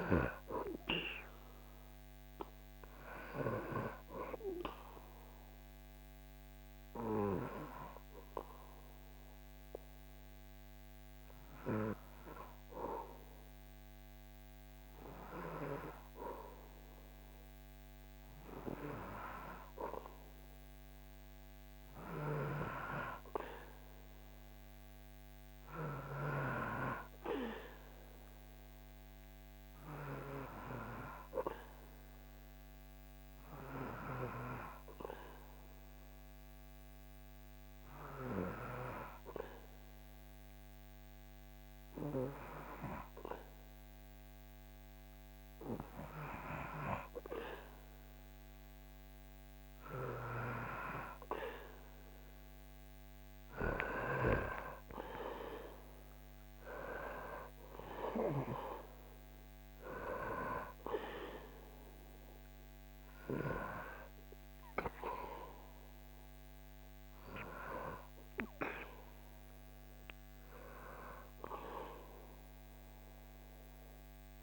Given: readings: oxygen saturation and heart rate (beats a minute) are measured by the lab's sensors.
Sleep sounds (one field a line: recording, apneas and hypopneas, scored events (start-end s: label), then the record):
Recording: breathing in sleep by a microphone on the trachea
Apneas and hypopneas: 2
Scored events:
4.00-17.50 s: obstructive apnea (oxygen 98% before, 95% lowest, heart rate 67 before, 61 extreme, up 6 after)
18.50-23.00 s: arousal
31.50-47.00 s: obstructive apnea (oxygen 98% before, 95% lowest, heart rate 64 before, 63 extreme, up 3 after)
48.00-52.50 s: arousal
From the record:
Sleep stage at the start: N2 (light sleep)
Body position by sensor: on the back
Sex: male